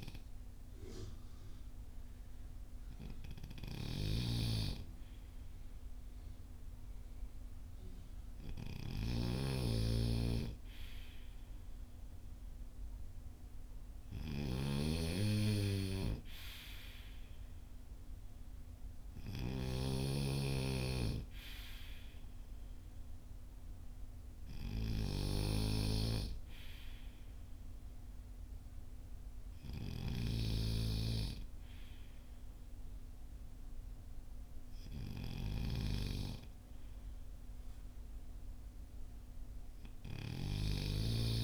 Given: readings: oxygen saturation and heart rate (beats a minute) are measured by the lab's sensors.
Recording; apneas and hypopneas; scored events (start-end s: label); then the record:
breathing in sleep by a room microphone; none
3.00-41.44 s: snoring (device-marked)
From the record:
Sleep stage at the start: N2 (light sleep); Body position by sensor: on the front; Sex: male